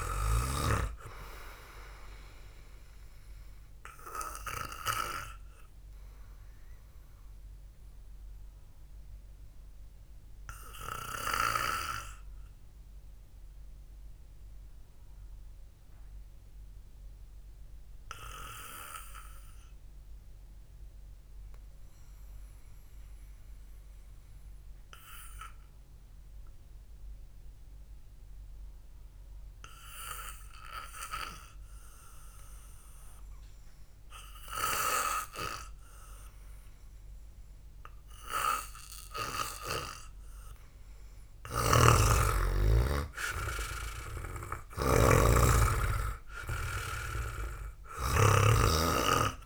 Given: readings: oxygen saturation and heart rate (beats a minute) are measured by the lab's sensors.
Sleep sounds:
breathing in sleep by a room microphone; 1
0.00-1.00 s: snoring (device-marked)
2.00-9.00 s: oxygen desaturation (device-marked, oxygen 96% before, 92% lowest, heart rate 59 before, 55 extreme)
9.00-34.00 s: obstructive apnea (oxygen 98% before, 91% lowest, heart rate 56 before, 52 extreme, up 0 after)
18.00-27.00 s: oxygen desaturation (device-marked, oxygen 94% before, 91% lowest, heart rate 58 before, 52 extreme)
36.00-39.50 s: arousal
38.00-49.46 s: oxygen desaturation (device-marked, oxygen 98% before, 93% lowest, heart rate 65 before, 55 extreme)
45.00-49.00 s: snoring (device-marked)
From the record:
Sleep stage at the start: N2 (light sleep); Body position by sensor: on the back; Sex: male

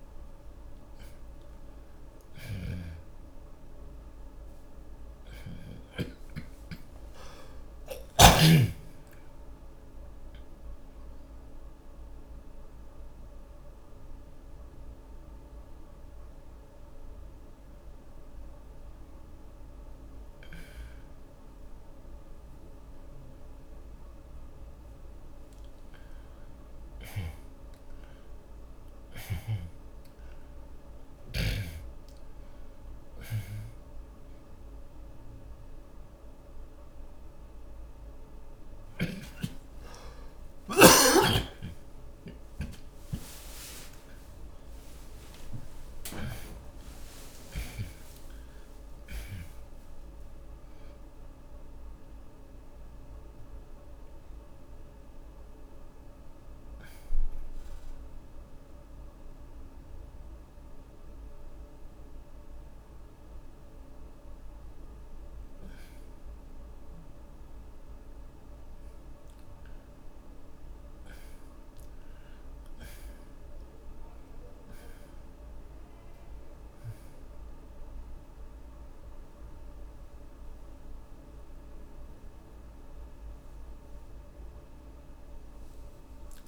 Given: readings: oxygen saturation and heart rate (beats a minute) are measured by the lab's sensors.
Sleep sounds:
breathing in sleep by a room microphone; 1
0.00-1.50 s: arousal
0.00-6.50 s: snoring (device-marked)
4.50-19.50 s: oxygen desaturation (device-marked, oxygen 93% before, 88% lowest, heart rate 64 before, 64 extreme)
40.50-49.50 s: oxygen desaturation (device-marked, oxygen 96% before, 81% lowest, heart rate 79 before, 69 extreme)
48.50-53.00 s: arousal
58.50-69.00 s: central apnea (oxygen 97% before, 81% lowest, heart rate 87 before, 53 extreme, up 26 after)
71.00-74.50 s: arousal
74.50-86.48 s: oxygen desaturation (device-marked, oxygen 97% before, 83% lowest, heart rate 82 before, 53 extreme)
From the record:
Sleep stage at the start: N2 (light sleep); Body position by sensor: on the back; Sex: male

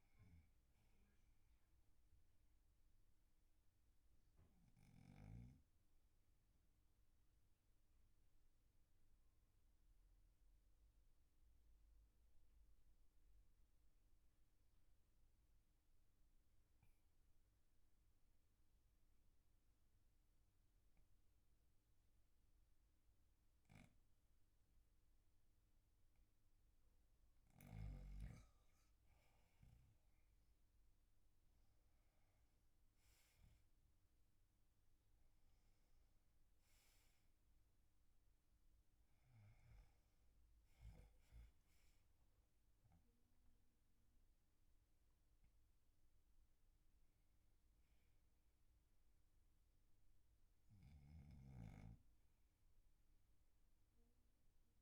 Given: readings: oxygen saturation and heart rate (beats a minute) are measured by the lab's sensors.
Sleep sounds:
breathing in sleep, hard to hear, by a room microphone; 1
2.50-26.50 s: obstructive apnea (oxygen 99% before, 94% lowest, heart rate 48 before, 39 extreme, up 3 after)
6.50-19.50 s: oxygen desaturation (device-marked, oxygen 98% before, 94% lowest, heart rate 45 before, 39 extreme)
29.50-34.00 s: arousal
From the record:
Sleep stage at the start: N2 (light sleep); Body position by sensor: on the back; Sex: male

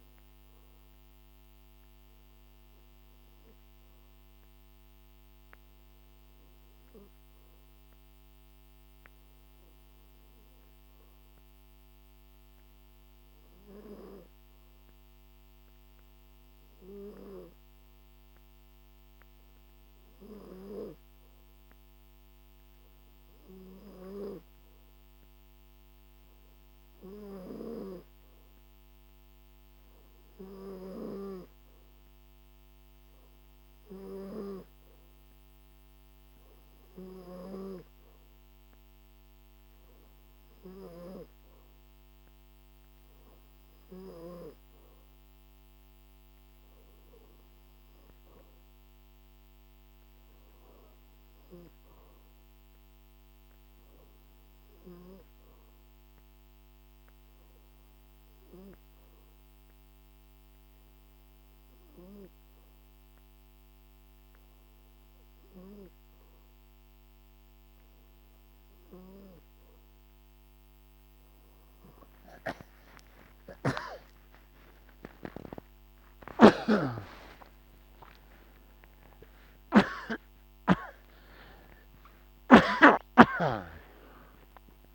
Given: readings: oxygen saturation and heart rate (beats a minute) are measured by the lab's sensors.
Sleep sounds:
breathing in sleep by a microphone on the trachea; 1
2.50-29.50 s: hypopnea (oxygen 94% before, 91% lowest, heart rate 51 before, 51 extreme, up 2 after)
32.50-36.00 s: arousal
76.50-81.00 s: snoring (device-marked)
From the record:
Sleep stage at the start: N2 (light sleep); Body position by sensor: on the back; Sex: male

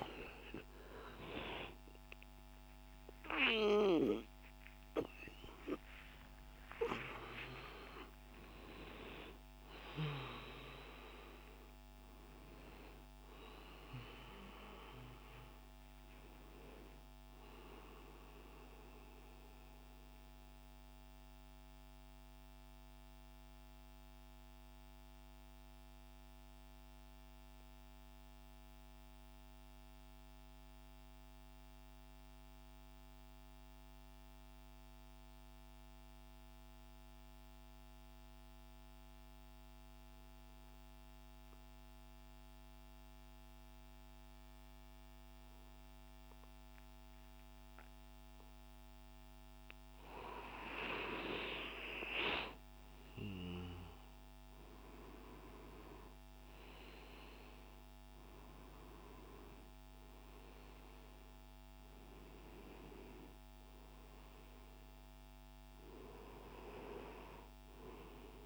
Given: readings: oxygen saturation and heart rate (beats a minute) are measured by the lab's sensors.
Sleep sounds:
breathing in sleep by a microphone on the trachea; 1
0.00-6.00 s: arousal
0.00-19.50 s: oxygen desaturation (device-marked, oxygen 88% lowest, heart rate 66 extreme)
19.50-49.50 s: mixed apnea (oxygen 95% before, 89% lowest, heart rate 86 before, 30 extreme, up 12 after)
43.50-68.46 s: oxygen desaturation (device-marked, oxygen 99% before, 91% lowest, heart rate 90 before, 30 extreme)
53.50-58.50 s: arousal
From the record:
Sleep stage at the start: N2 (light sleep); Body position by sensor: on the right side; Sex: male

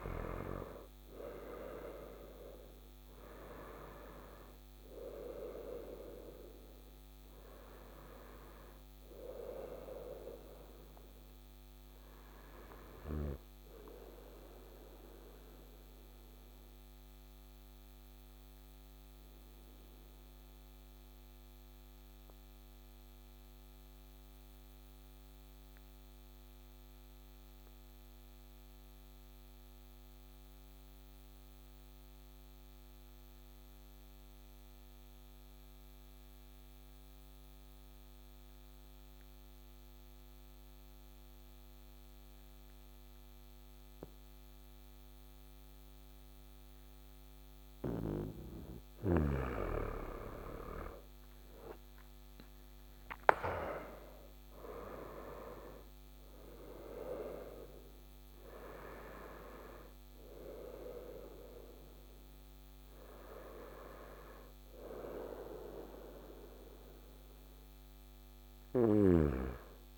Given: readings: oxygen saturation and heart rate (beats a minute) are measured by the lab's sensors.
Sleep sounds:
breathing in sleep by a microphone on the trachea; 1
14.00-46.00 s: obstructive apnea (oxygen 97% before, 90% lowest, heart rate 64 before, 53 extreme, up 8 after)
41.50-69.98 s: oxygen desaturation (device-marked, oxygen 99% before, 90% lowest, heart rate 55 before, 53 extreme)
49.50-54.50 s: arousal
From the record:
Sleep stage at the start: N2 (light sleep); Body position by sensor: on the right side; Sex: male

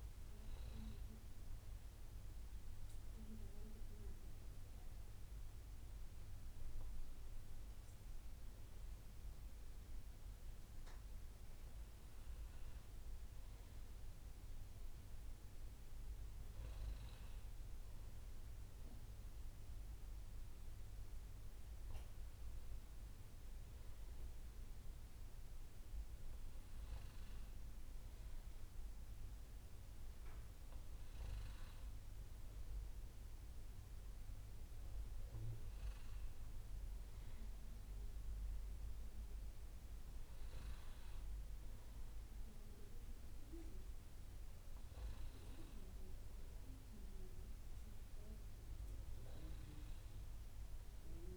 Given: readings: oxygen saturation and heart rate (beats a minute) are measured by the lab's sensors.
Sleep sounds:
breathing in sleep, hard to hear, by a room microphone; none
3.50-5.50 s: bradycardia (device-marked, heart rate 69 before, 60 extreme)
19.00-23.50 s: arousal
From the record:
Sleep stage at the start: N2 (light sleep); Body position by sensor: on the right side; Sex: male

